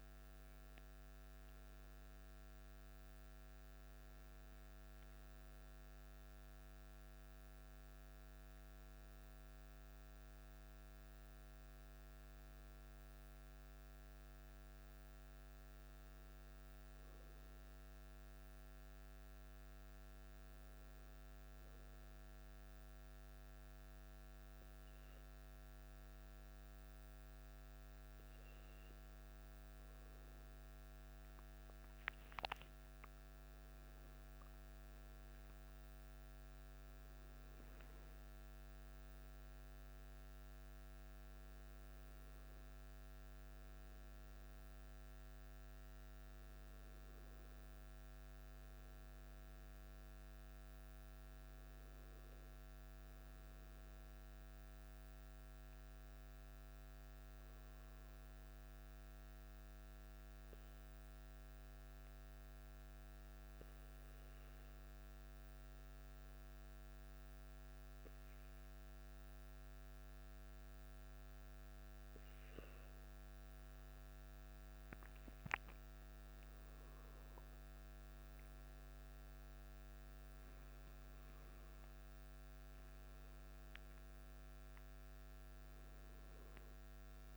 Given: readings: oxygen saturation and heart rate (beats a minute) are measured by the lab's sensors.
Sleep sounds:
breathing in sleep, hard to hear, by a microphone on the trachea; 2
17.50-34.00 s: obstructive apnea (oxygen 98% before, 95% lowest, heart rate 54 before, 52 extreme, up 2 after)
36.50-41.00 s: arousal
41.50-63.50 s: oxygen desaturation (device-marked, oxygen 98% before, 95% lowest, heart rate 53 before, 51 extreme)
60.00-76.50 s: hypopnea (oxygen 98% before, 95% lowest, heart rate 54 before, 51 extreme, up 4 after)
78.00-83.50 s: arousal
82.50-87.37 s: oxygen desaturation (device-marked, oxygen 98% before, 95% lowest, heart rate 52 before, 52 extreme)
From the record:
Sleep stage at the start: N1 (lightest sleep); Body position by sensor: on the back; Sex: male

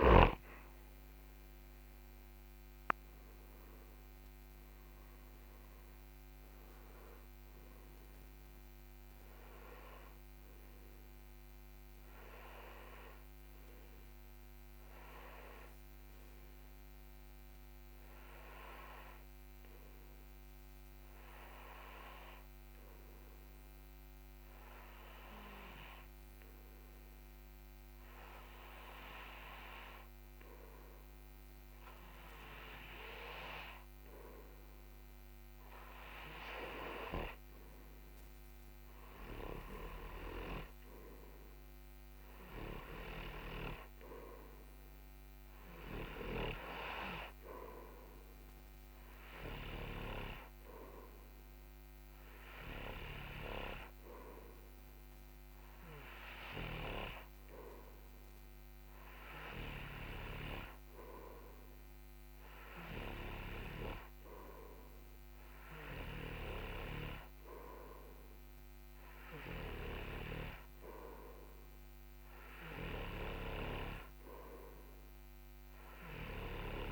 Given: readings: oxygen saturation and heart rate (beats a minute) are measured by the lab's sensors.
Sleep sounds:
breathing in sleep by a microphone on the trachea; 1
1.00-5.50 s: arousal
19.00-35.50 s: obstructive apnea (oxygen 95% before, 92% lowest)
38.50-41.50 s: arousal
From the record:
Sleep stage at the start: N2 (light sleep); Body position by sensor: on the front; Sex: male

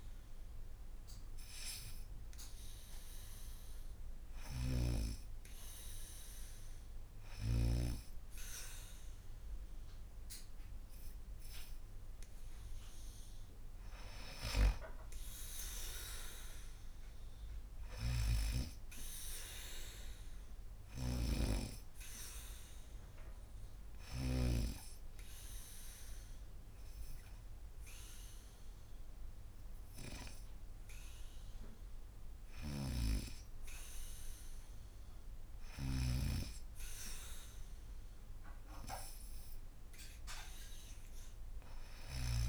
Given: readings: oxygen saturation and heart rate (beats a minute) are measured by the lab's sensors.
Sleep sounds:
breathing in sleep by a room microphone; 2
2.00-13.00 s: hypopnea (oxygen 99% before, 94% lowest, heart rate 79 before, 76 extreme, up 3 after)
2.00-14.00 s: oxygen desaturation (device-marked, oxygen 98% before, 94% lowest, heart rate 79 before, 76 extreme)
14.50-18.00 s: arousal
17.50-24.00 s: snoring (device-marked)
23.50-36.00 s: hypopnea (oxygen 98% before, 93% lowest, heart rate 79 before, 76 extreme, up 3 after)
32.00-35.50 s: snoring (device-marked)
39.00-42.49 s: arousal
From the record:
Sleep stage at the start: N2 (light sleep); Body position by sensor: on the back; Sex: female

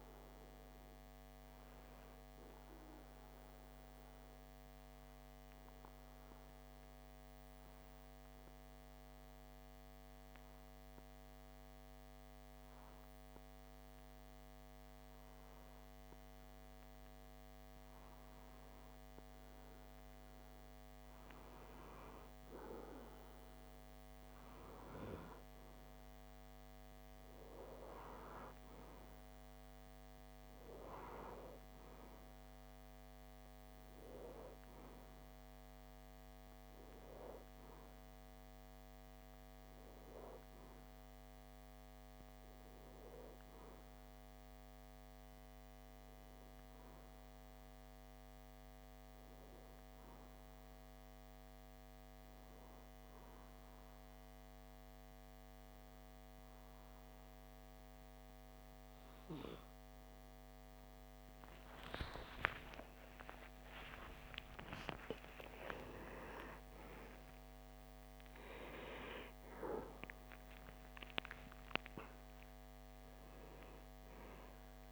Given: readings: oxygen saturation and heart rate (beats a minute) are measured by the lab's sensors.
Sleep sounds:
breathing in sleep by a microphone on the trachea; 2
2.00-19.00 s: obstructive apnea (oxygen 97% before, 94% lowest)
20.50-25.00 s: arousal
45.00-60.00 s: hypopnea (oxygen 97% before, 94% lowest)
61.00-66.00 s: arousal
From the record:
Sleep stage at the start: N2 (light sleep); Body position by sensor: on the back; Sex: male

